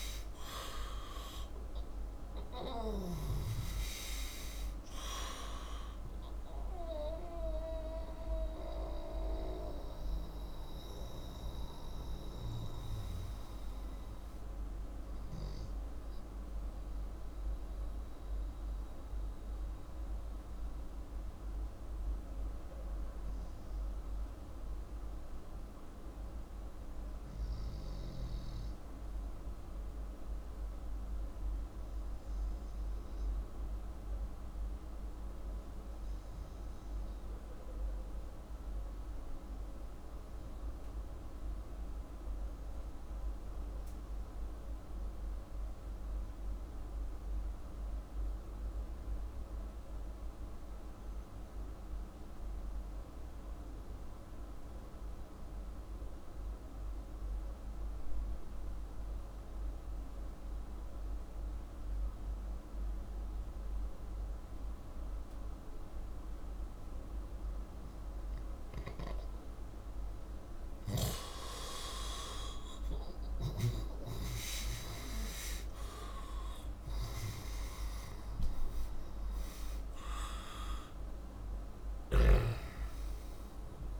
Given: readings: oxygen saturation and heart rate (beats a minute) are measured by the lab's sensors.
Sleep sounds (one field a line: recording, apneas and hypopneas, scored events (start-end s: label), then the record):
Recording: breathing in sleep by a room microphone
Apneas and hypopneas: 1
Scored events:
26.00-41.00 s: oxygen desaturation (device-marked, oxygen 95% before, 89% lowest, heart rate 66 before, 57 extreme)
32.50-66.00 s: obstructive apnea (oxygen 95% before, 89% lowest, heart rate 64 before, 57 extreme, up 8 after)
70.50-76.50 s: arousal
83.00-84.00 s: new sleep stage, N2 (light sleep)
From the record:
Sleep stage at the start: REM sleep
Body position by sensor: upright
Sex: male